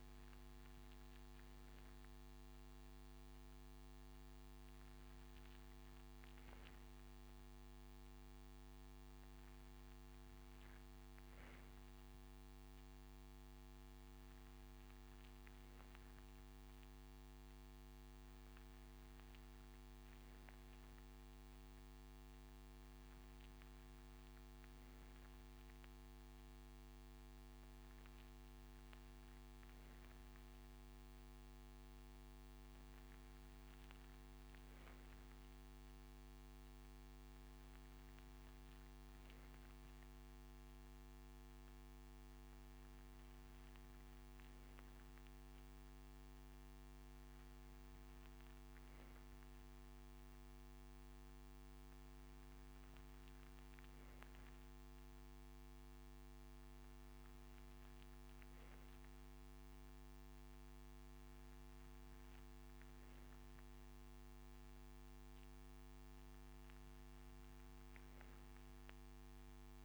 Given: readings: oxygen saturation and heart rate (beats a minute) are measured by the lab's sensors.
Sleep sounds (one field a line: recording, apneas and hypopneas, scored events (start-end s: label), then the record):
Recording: breathing in sleep, hard to hear, by a microphone on the trachea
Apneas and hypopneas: none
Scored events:
none scored
From the record:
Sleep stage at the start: N3 (deep sleep)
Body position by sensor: on the right side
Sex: male